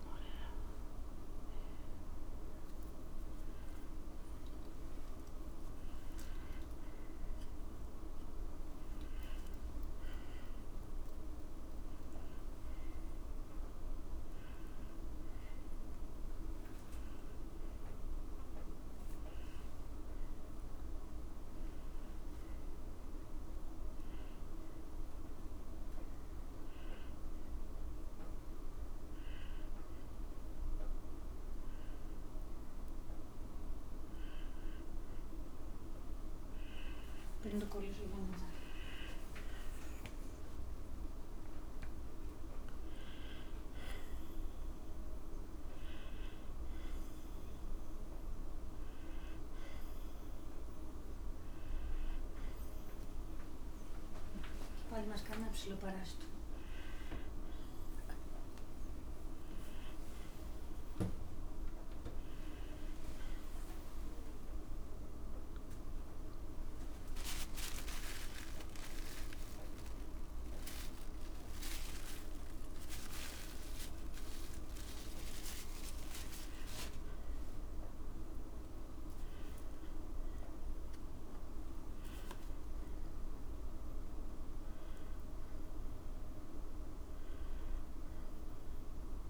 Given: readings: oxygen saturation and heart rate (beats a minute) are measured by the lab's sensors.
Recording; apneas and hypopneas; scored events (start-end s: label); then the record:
a person awake in a sleep study, hard to hear, by a room microphone; none
57.00-59.00 s: long interval between heartbeats (device-marked, heart rate 60 before, 68 extreme)
From the record:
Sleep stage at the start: awake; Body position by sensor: on the back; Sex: female